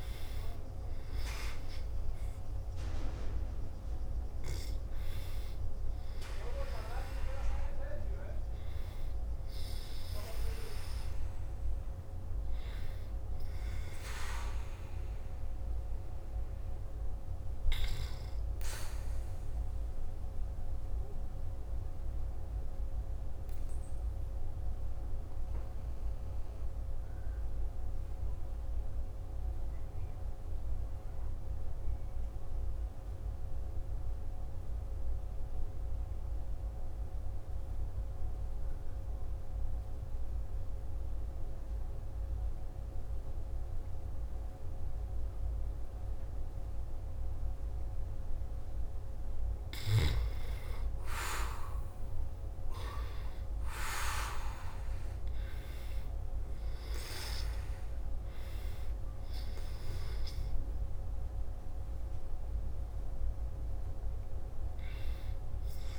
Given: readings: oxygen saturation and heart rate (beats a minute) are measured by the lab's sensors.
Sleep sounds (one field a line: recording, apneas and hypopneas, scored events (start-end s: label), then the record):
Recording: breathing in sleep by a room microphone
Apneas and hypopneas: 1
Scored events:
0.00-4.00 s: arousal
20.00-48.50 s: obstructive apnea (oxygen 98% before, 90% lowest, heart rate 57 before, 49 extreme, up 4 after)
30.50-39.50 s: oxygen desaturation (device-marked, oxygen 96% before, 91% lowest, heart rate 56 before, 49 extreme)
51.00-56.00 s: arousal
56.50-63.50 s: oxygen desaturation (device-marked, oxygen 98% before, 94% lowest, heart rate 51 before, 54 extreme)
From the record:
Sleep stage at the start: N2 (light sleep)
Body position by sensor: on the back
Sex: male